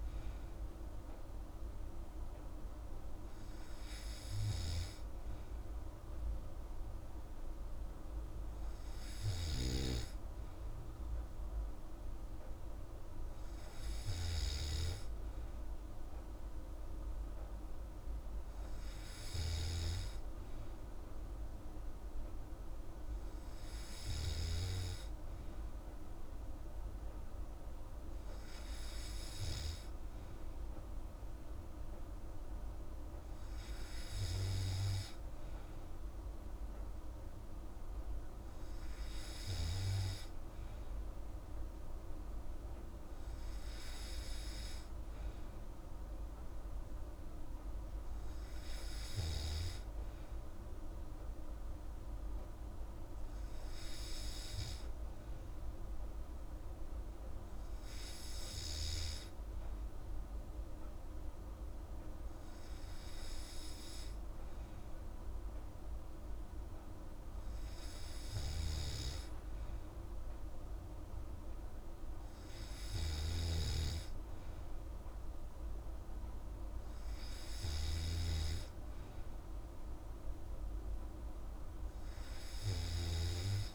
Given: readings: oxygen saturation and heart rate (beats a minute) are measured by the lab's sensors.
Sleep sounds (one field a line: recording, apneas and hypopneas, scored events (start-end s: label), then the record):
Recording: breathing in sleep, hard to hear, by a room microphone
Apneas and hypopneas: none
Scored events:
none scored
From the record:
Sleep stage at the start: N3 (deep sleep)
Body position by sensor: on the back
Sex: female